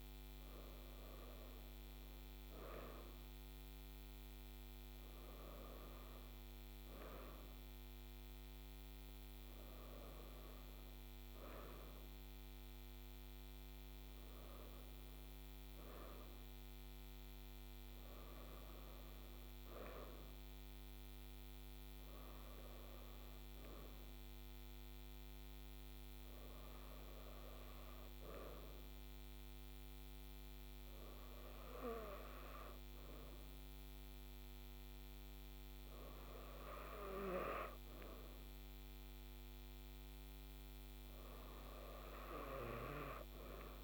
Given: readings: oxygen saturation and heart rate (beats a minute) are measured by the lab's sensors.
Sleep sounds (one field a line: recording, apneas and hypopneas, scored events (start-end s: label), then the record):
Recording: breathing in sleep by a microphone on the trachea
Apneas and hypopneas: none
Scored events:
none scored
From the record:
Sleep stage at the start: N2 (light sleep)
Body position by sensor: on the right side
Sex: female